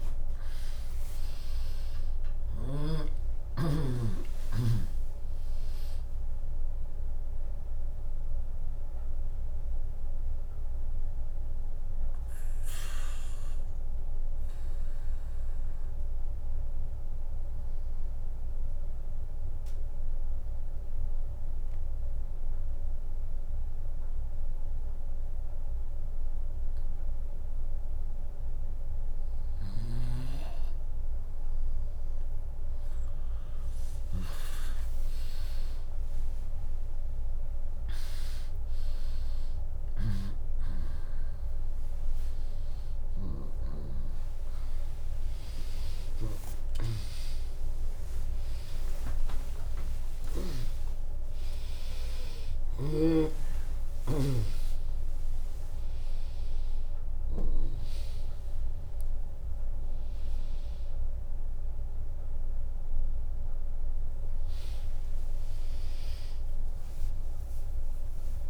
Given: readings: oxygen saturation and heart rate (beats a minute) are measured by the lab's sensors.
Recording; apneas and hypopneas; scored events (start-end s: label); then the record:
a person partly awake in a sleep study, by a room microphone; 1
0.00-2.50 s: snoring (device-marked)
1.00-14.00 s: drop in pulse transit time (device-marked, heart rate 72 before, 63 extreme)
2.00-23.00 s: oxygen desaturation (device-marked, oxygen 100% before, 95% lowest, heart rate 71 before, 60 extreme)
8.00-31.50 s: mixed apnea (oxygen 100% before, 95% lowest, heart rate 68 before, 60 extreme, up 17 after)
35.00-55.00 s: oxygen desaturation (device-marked, oxygen 100% before, 95% lowest, heart rate 64 before, 85 extreme)
37.00-38.00 s: drop in pulse transit time (device-marked, heart rate 64 before, 68 extreme)
38.00-68.50 s: new sleep stage, awake
40.00-64.00 s: drop in pulse transit time (device-marked, heart rate 64 before, 82 extreme)
46.00-53.00 s: tachycardia (device-marked, heart rate 79 before, 129 extreme)
48.50-50.50 s: long interval between heartbeats (device-marked, heart rate 74 before, 99 extreme)
From the record:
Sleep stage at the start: N2 (light sleep); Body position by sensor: on the left side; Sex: female